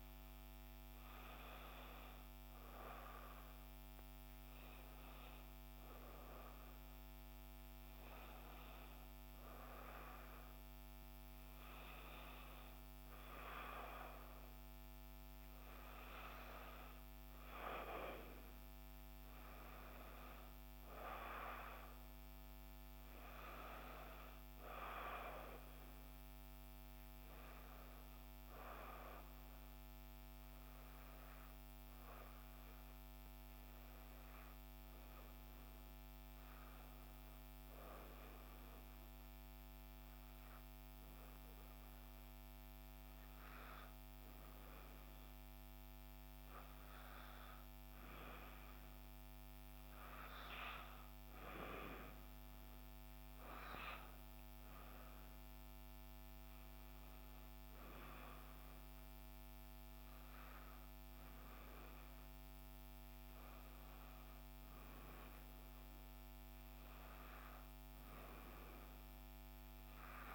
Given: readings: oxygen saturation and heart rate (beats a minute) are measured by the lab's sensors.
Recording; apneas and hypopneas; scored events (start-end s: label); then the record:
breathing in sleep by a microphone on the trachea; 1
3.00-70.35 s: new sleep stage, N2 (light sleep)
28.50-45.50 s: hypopnea (oxygen 96% before, 92% lowest, heart rate 59 before, 59 extreme, up 1 after)
46.00-70.35 s: oxygen desaturation (device-marked, oxygen 96% before, 92% lowest, heart rate 60 before, 59 extreme)
47.00-51.00 s: arousal
From the record:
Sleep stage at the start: N1 (lightest sleep); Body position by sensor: on the back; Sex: female